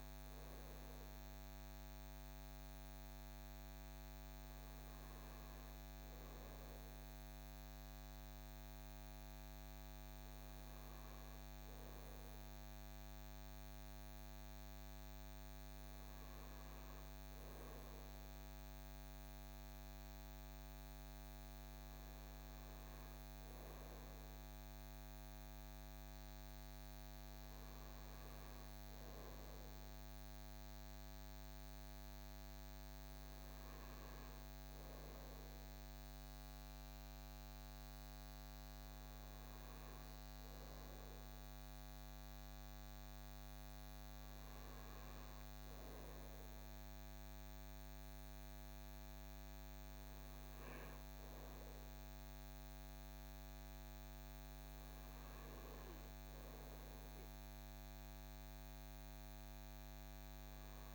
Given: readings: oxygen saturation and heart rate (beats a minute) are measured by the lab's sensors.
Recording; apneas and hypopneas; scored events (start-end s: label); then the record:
breathing in sleep, hard to hear, by a microphone on the trachea; none
none scored
From the record:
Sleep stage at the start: N2 (light sleep); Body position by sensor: on the front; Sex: male